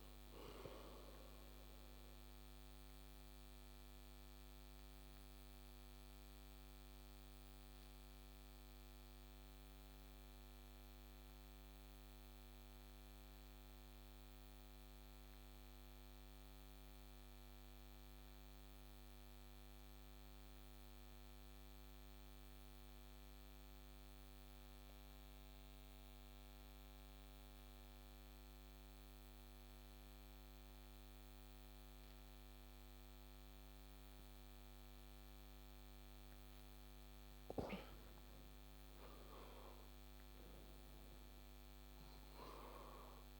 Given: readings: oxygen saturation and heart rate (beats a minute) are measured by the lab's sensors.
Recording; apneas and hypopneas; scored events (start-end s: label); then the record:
breathing in sleep, hard to hear, by a microphone on the trachea; 1
2.00-36.50 s: obstructive apnea (oxygen 97% before, 92% lowest)
9.00-21.00 s: oxygen desaturation (device-marked, oxygen 95% before, 92% lowest)
From the record:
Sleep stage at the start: N2 (light sleep); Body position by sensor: on the back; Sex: male